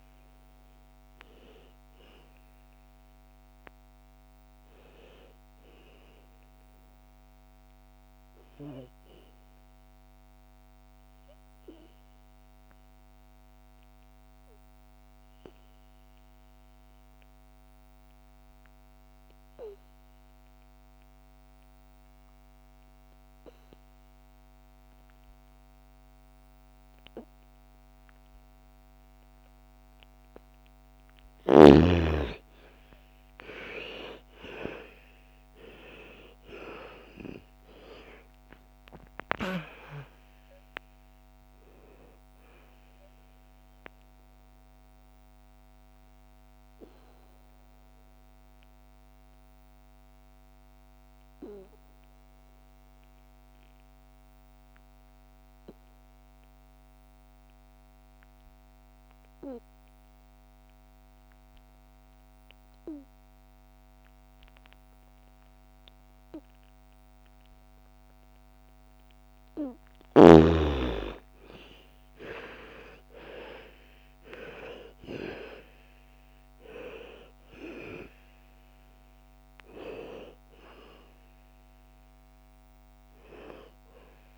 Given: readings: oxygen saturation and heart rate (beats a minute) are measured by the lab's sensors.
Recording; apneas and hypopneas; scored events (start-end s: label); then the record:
breathing in sleep by a microphone on the trachea; 2
0.00-11.00 s: oxygen desaturation (device-marked, oxygen 81% lowest, heart rate 56 extreme)
6.50-29.50 s: obstructive apnea (oxygen 99% before, 78% lowest, heart rate 64 before, 56 extreme, up 14 after)
28.00-54.00 s: oxygen desaturation (device-marked, oxygen 99% before, 81% lowest, heart rate 59 before, 56 extreme)
34.50-40.00 s: arousal
43.50-69.00 s: obstructive apnea (oxygen 99% before, 78% lowest, heart rate 64 before, 56 extreme, up 13 after)
66.00-84.38 s: oxygen desaturation (device-marked, oxygen 99% before, 78% lowest, heart rate 57 before, 55 extreme)
71.00-75.50 s: arousal
From the record:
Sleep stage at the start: N2 (light sleep); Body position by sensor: on the back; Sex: female